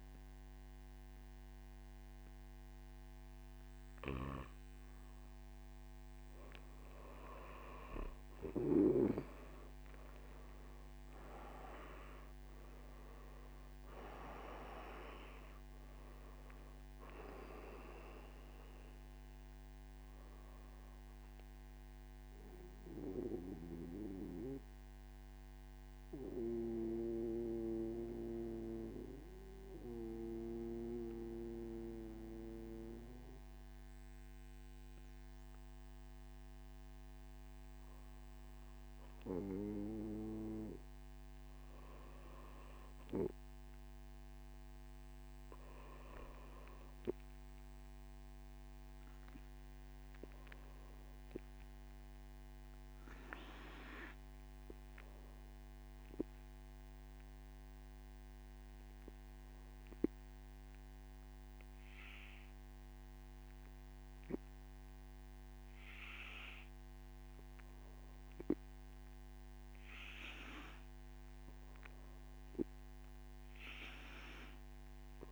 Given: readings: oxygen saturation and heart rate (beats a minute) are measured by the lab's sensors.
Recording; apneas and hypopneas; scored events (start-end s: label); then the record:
breathing in sleep by a microphone on the trachea; none
12.50-32.50 s: oxygen desaturation (device-marked, oxygen 97% before, 93% lowest, heart rate 74 before, 57 extreme)
40.50-75.32 s: new sleep stage, N3 (deep sleep)
From the record:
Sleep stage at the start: N2 (light sleep); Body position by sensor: on the back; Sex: male